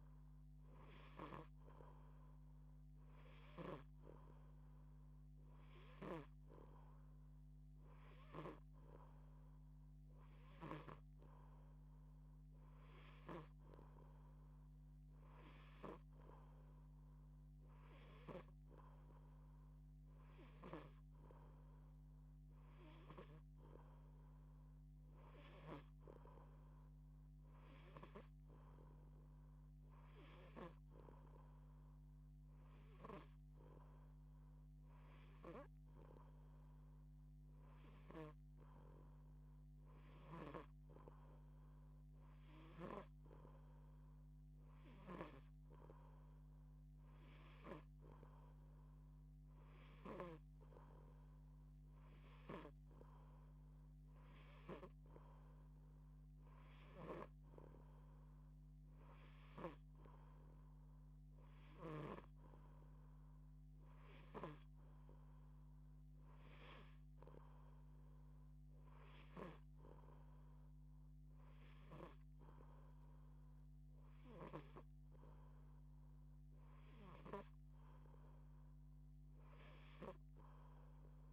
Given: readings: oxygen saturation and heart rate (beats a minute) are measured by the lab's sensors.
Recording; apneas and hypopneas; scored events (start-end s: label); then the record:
breathing in sleep by a microphone on the trachea; none
5.50-10.50 s: snoring (device-marked)
37.50-42.50 s: snoring (device-marked)
49.50-69.00 s: snoring (device-marked)
71.00-81.33 s: snoring (device-marked)
From the record:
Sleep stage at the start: N2 (light sleep); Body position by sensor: on the back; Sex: female